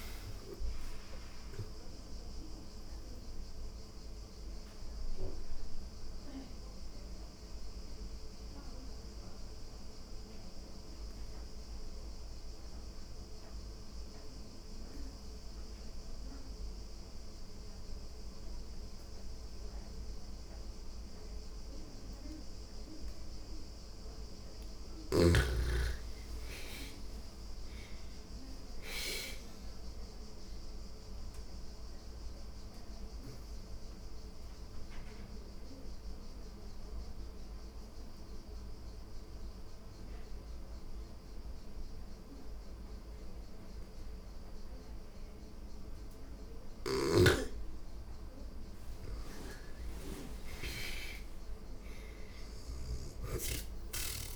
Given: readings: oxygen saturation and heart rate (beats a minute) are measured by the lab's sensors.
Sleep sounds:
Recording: breathing in sleep by a room microphone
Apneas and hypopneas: 2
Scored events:
0.00-16.00 s: oxygen desaturation (device-marked, oxygen 88% lowest, heart rate 84 extreme)
1.00-23.50 s: mixed apnea (oxygen 98% before, 85% lowest, heart rate 88 before, 84 extreme, up 5 after)
25.00-27.50 s: arousal
25.00-45.00 s: oxygen desaturation (device-marked, oxygen 99% before, 85% lowest, heart rate 86 before, 84 extreme)
29.00-46.50 s: obstructive apnea (oxygen 99% before, 85% lowest, heart rate 85 before, 84 extreme, up 6 after)
46.00-54.36 s: snoring (device-marked)
48.00-52.00 s: arousal
From the record:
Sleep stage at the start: N2 (light sleep)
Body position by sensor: on the back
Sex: female

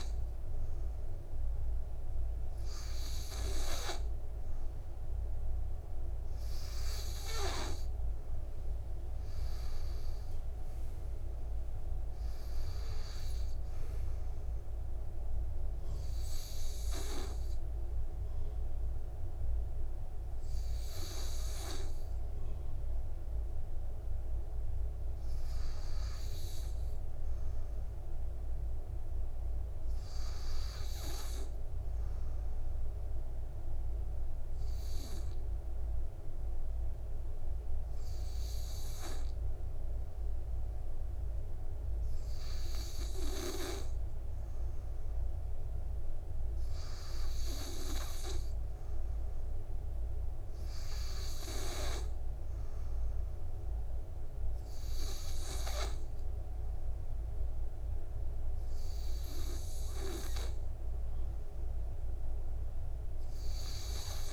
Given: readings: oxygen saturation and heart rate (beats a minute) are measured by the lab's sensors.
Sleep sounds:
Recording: breathing in sleep by a room microphone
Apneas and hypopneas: none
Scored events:
55.00-64.33 s: oxygen desaturation (device-marked, oxygen 96% before, 92% lowest, heart rate 55 before, 52 extreme)
From the record:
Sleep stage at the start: N2 (light sleep)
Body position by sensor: on the back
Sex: male

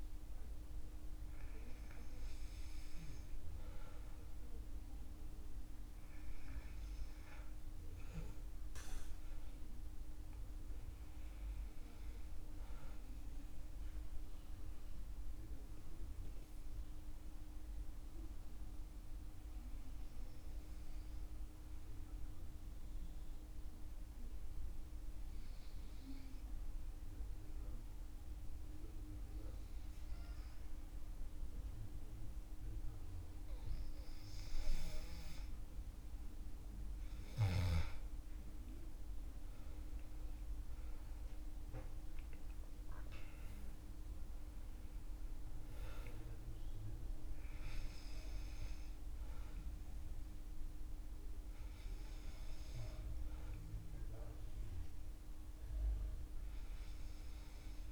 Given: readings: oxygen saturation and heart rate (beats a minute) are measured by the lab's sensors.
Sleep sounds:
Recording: breathing in sleep, hard to hear, by a room microphone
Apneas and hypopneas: 1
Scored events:
13.00-33.00 s: obstructive apnea (oxygen 98% before, 94% lowest, heart rate 66 before, 56 extreme, up 14 after)
34.50-47.50 s: oxygen desaturation (device-marked, oxygen 98% before, 95% lowest, heart rate 59 before, 59 extreme)
37.00-42.00 s: arousal
From the record:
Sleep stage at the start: N2 (light sleep)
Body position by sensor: on the back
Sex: male

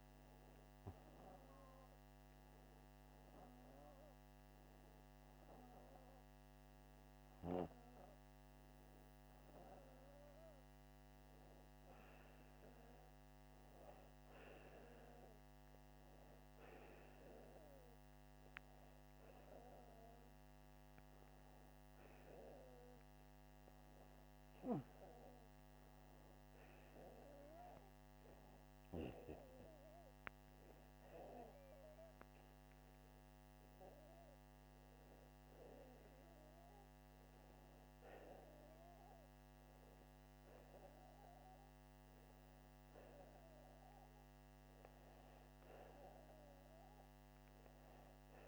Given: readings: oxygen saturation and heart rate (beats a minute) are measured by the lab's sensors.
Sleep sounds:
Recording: breathing in sleep by a microphone on the trachea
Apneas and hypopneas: none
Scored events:
none scored
From the record:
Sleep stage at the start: N2 (light sleep)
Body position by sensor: upright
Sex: male

